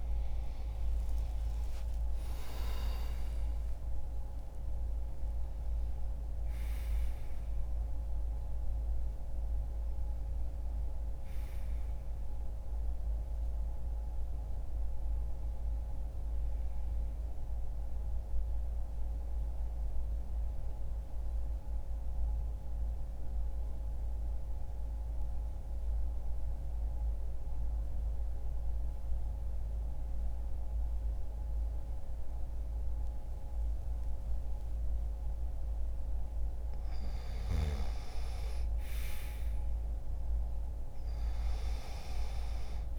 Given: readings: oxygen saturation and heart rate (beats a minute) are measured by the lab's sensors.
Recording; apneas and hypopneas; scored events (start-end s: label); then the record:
breathing in sleep, hard to hear, by a room microphone; 1
20.50-36.00 s: obstructive apnea (oxygen 96% before, 91% lowest, heart rate 67 before, 59 extreme, up 2 after)
26.50-42.98 s: new sleep stage, N2 (light sleep)
38.50-42.98 s: arousal
39.50-42.98 s: oxygen desaturation (device-marked, oxygen 99% before, 91% lowest, heart rate 62 before, 60 extreme)
From the record:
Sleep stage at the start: N1 (lightest sleep); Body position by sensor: on the back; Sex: male